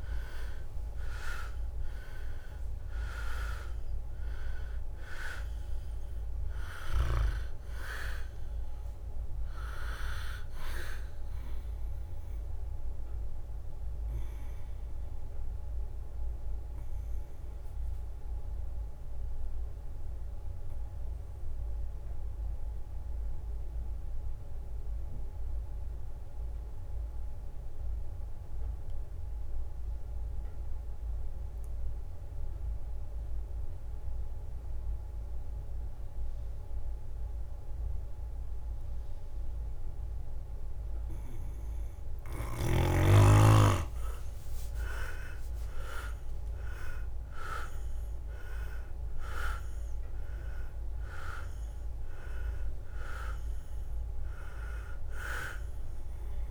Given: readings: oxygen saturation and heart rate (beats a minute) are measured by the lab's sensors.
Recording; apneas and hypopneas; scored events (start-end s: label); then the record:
breathing in sleep by a room microphone; 1
0.00-3.00 s: arousal
0.00-3.00 s: leg movement (device-marked)
0.00-13.50 s: drop in pulse transit time (device-marked, heart rate 65 extreme)
0.00-26.50 s: oxygen desaturation (device-marked, oxygen 90% lowest, heart rate 58 extreme)
14.50-41.50 s: obstructive apnea (oxygen 100% before, 89% lowest, heart rate 69 before, 58 extreme, up 13 after)
36.50 s: drop in pulse transit time (device-marked)
44.00-47.50 s: leg movement (device-marked)
44.50-49.50 s: arousal
47.50-56.50 s: drop in pulse transit time (device-marked, heart rate 62 before, 66 extreme)
From the record:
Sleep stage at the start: N2 (light sleep); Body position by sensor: on the back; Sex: male